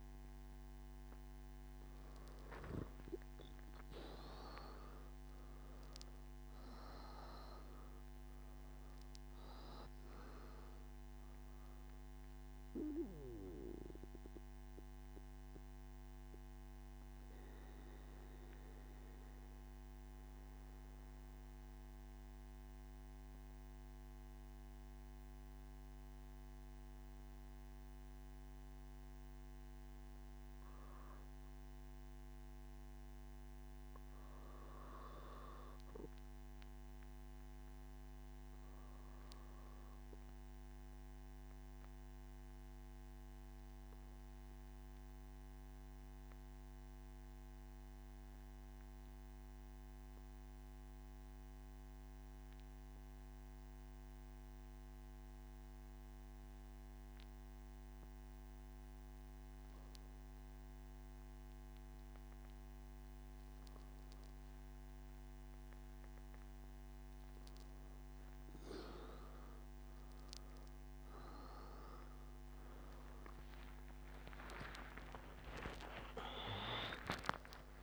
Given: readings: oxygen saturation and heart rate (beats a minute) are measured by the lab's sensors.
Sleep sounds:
breathing in sleep by a microphone on the trachea; none
0.00-17.00 s: oxygen desaturation (device-marked, oxygen 98% before, 93% lowest, heart rate 93 before, 57 extreme)
39.00-59.00 s: oxygen desaturation (device-marked, oxygen 98% before, 94% lowest, heart rate 88 before, 57 extreme)
From the record:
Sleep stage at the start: N1 (lightest sleep); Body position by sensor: on the back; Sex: male

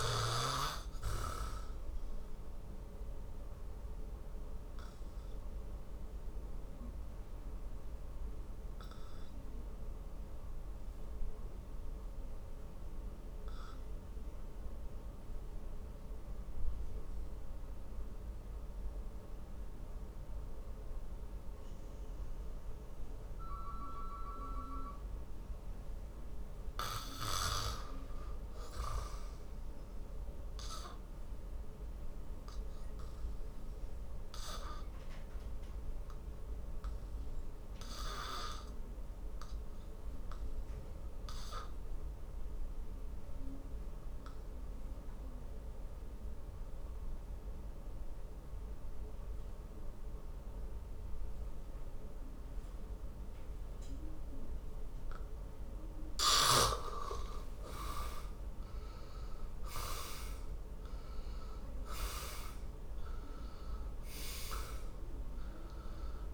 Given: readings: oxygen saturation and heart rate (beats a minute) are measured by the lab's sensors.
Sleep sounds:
breathing in sleep by a room microphone; 1
0.00-1.50 s: oxygen desaturation (device-marked, oxygen 95% lowest, heart rate 45 extreme)
1.50-55.50 s: obstructive apnea (oxygen 99% before, 75% lowest, heart rate 59 before, 45 extreme, up 22 after)
18.50-46.50 s: oxygen desaturation (device-marked, oxygen 96% before, 75% lowest, heart rate 53 before, 47 extreme)
57.00-62.50 s: arousal
From the record:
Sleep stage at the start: N2 (light sleep); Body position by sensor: on the back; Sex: male

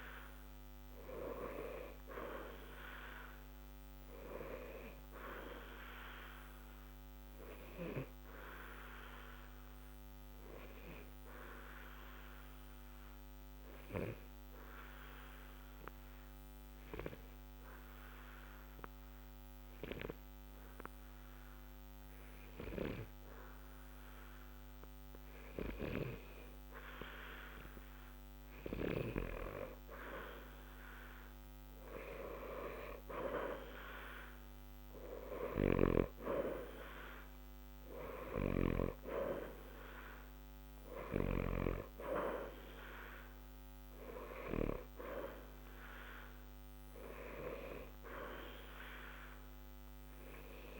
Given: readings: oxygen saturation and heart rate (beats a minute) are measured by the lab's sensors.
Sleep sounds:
breathing in sleep by a microphone on the trachea; 1
6.00-27.00 s: obstructive apnea (oxygen 92% before, 89% lowest, heart rate 60 before, 60 extreme, up 0 after)
29.50-33.50 s: arousal
From the record:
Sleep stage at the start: N2 (light sleep); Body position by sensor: on the back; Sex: male

